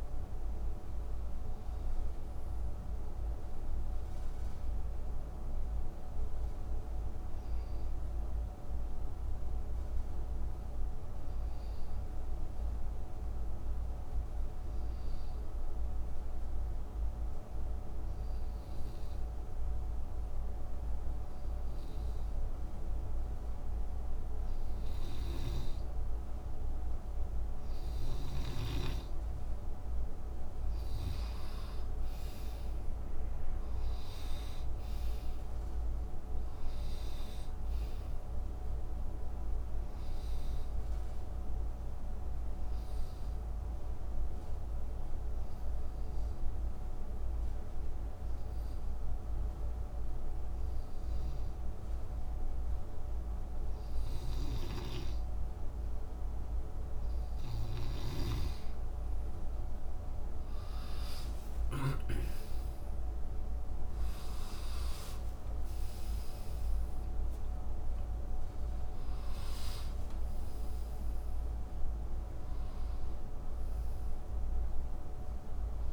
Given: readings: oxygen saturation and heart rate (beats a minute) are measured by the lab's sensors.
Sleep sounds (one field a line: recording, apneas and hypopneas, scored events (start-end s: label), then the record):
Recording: breathing in sleep, hard to hear, by a room microphone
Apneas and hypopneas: 2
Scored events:
0.00-11.00 s: oxygen desaturation (device-marked, oxygen 88% lowest, heart rate 57 extreme)
4.50-27.50 s: obstructive apnea (oxygen 93% before, 89% lowest, heart rate 71 before, 58 extreme, up 6 after)
28.00-49.00 s: oxygen desaturation (device-marked, oxygen 96% before, 90% lowest, heart rate 62 before, 63 extreme)
29.50-34.00 s: arousal
41.00-57.00 s: obstructive apnea (oxygen 96% before, 90% lowest, heart rate 67 before, 57 extreme, up 39 after)
61.50-68.00 s: arousal
64.00-75.93 s: oxygen desaturation (device-marked, oxygen 94% before, 90% lowest, heart rate 69 before, 57 extreme)
From the record:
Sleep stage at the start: N2 (light sleep)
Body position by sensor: on the right side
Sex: male